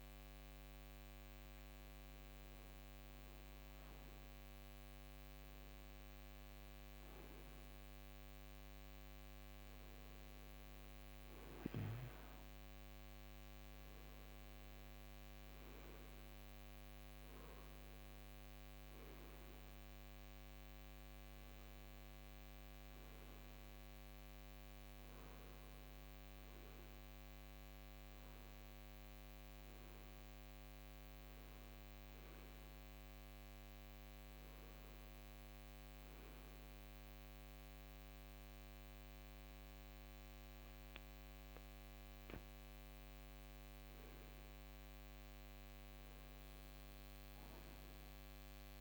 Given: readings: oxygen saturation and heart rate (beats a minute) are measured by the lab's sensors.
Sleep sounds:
breathing in sleep, hard to hear, by a microphone on the trachea; none
none scored
From the record:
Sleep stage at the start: N2 (light sleep); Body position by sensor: on the right side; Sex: male

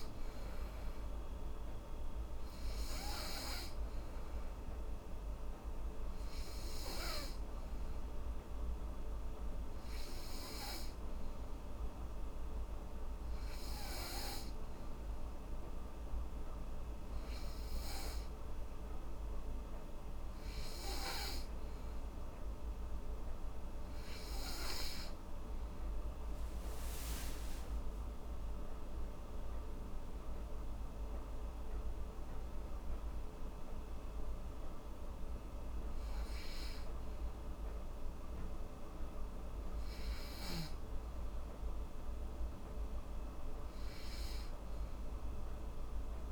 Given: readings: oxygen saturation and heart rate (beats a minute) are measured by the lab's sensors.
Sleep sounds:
breathing in sleep, hard to hear, by a room microphone; 1
0.00-17.00 s: oxygen desaturation (device-marked, oxygen 89% lowest, heart rate 77 extreme)
6.50-22.50 s: hypopnea (oxygen 95% before, 89% lowest, heart rate 84 before, 77 extreme, up 10 after)
26.50-30.50 s: arousal
From the record:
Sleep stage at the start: N2 (light sleep); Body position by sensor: on the back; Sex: female

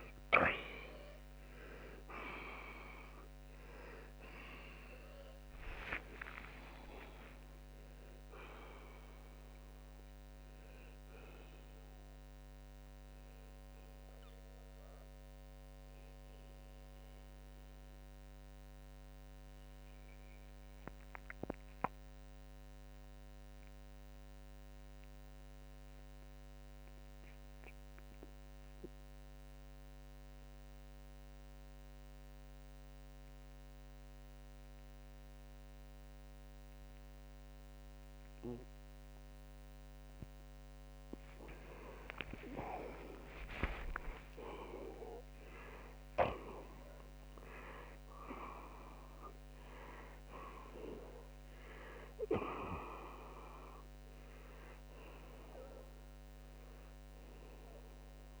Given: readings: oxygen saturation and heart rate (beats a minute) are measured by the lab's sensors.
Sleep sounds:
breathing in sleep by a microphone on the trachea; 1
0.00-10.50 s: oxygen desaturation (device-marked, oxygen 90% lowest)
15.50-41.00 s: mixed apnea (oxygen 96% before, 82% lowest)
20.50-42.50 s: oxygen desaturation (device-marked, oxygen 91% before, 82% lowest)
42.00-46.50 s: arousal
From the record:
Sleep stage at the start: N2 (light sleep); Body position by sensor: on the back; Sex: male

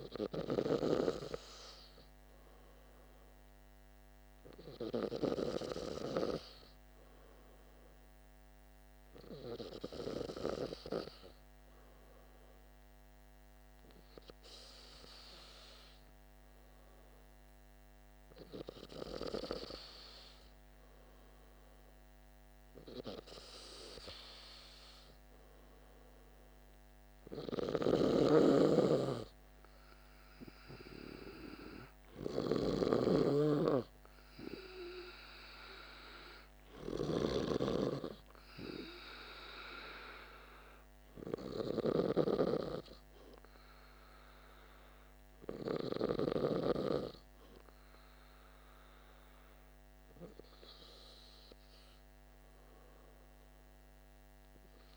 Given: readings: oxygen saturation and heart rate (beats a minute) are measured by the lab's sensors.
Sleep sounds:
breathing in sleep by a microphone on the trachea; none
27.00-42.00 s: snoring (device-marked)
From the record:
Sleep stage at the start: N2 (light sleep); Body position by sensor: on the back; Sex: male

